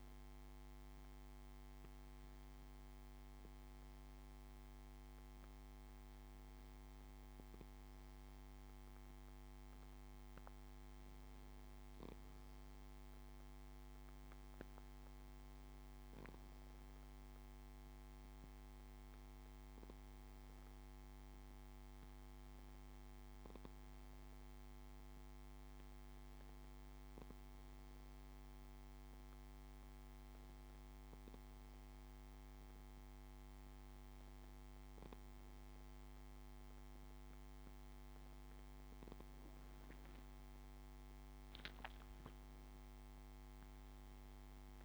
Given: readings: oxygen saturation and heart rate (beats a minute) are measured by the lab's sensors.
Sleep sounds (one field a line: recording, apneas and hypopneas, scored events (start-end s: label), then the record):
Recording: breathing in sleep, hard to hear, by a microphone on the trachea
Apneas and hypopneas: none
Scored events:
17.50-44.85 s: new sleep stage, N1 (lightest sleep)
From the record:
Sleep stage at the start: N2 (light sleep)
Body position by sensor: on the back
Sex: male